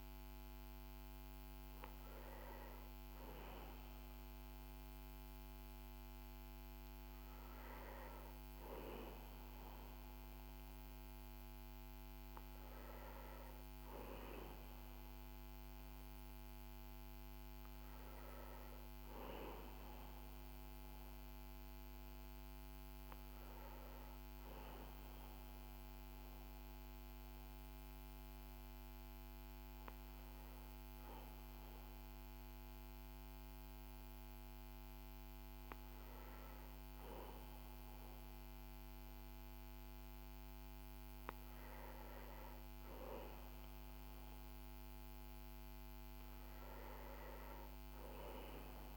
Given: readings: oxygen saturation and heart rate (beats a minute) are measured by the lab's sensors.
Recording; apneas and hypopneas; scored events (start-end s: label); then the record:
breathing in sleep, hard to hear, by a microphone on the trachea; none
none scored
From the record:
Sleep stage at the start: N1 (lightest sleep); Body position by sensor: on the back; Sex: male